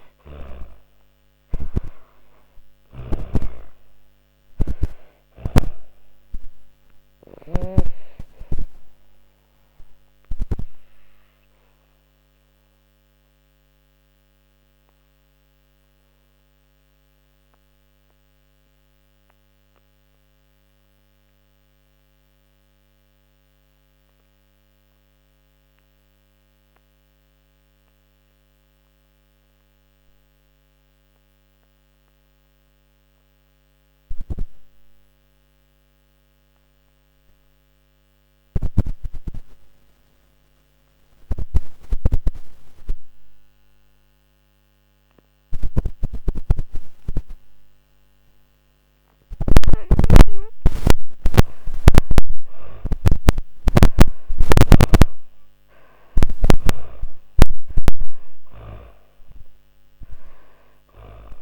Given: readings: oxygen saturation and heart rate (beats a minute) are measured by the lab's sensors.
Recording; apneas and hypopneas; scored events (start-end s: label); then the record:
breathing in sleep by a microphone on the trachea; 1
0.00-3.00 s: arousal
0.00-6.50 s: snoring (device-marked)
0.00-29.50 s: oxygen desaturation (device-marked, oxygen 79% lowest)
5.50-47.50 s: obstructive apnea (oxygen 99% before, 79% lowest)
46.50-61.41 s: oxygen desaturation (device-marked, oxygen 97% before, 79% lowest)
50.50-54.50 s: arousal
53.00-57.50 s: snoring (device-marked)
From the record:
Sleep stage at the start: N2 (light sleep); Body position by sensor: on the back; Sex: female